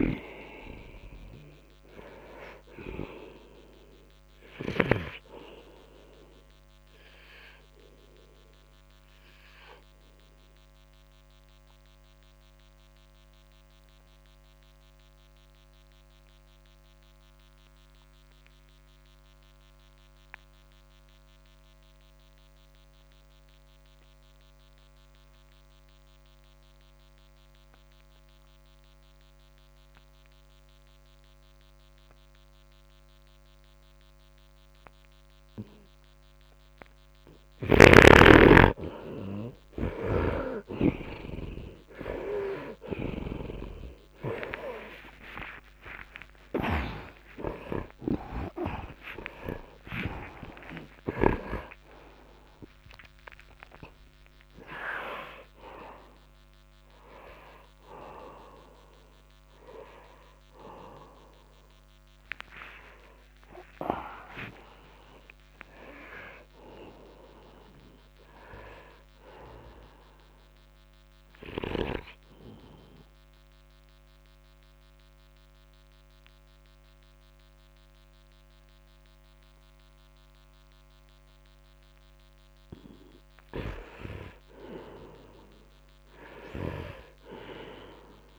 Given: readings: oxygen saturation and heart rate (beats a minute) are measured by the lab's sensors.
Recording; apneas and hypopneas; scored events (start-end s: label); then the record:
a person partly awake in a sleep study, by a microphone on the trachea; 2
0.00-5.00 s: snoring (device-marked)
5.00-41.00 s: oxygen desaturation (device-marked, oxygen 91% before, 81% lowest, heart rate 64 before, 53 extreme)
6.50-36.50 s: obstructive apnea (oxygen 96% before, 76% lowest, heart rate 64 before, 53 extreme, up 22 after)
34.00-64.00 s: new sleep stage, awake
42.50-51.50 s: snoring (device-marked)
44.50-46.50 s: long interval between heartbeats (device-marked, heart rate 59 before, 75 extreme)
51.00-75.00 s: oxygen desaturation (device-marked, oxygen 93% before, 76% lowest, heart rate 75 before, 68 extreme)
62.00-64.00 s: long interval between heartbeats (device-marked, heart rate 96 before, 100 extreme)
64.00-88.39 s: new sleep stage, N1 (lightest sleep)
71.50-82.50 s: obstructive apnea (oxygen 93% before, 78% lowest, heart rate 92 before, 65 extreme)
85.00-87.50 s: arousal
From the record:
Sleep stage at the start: N2 (light sleep); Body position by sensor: on the right side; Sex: male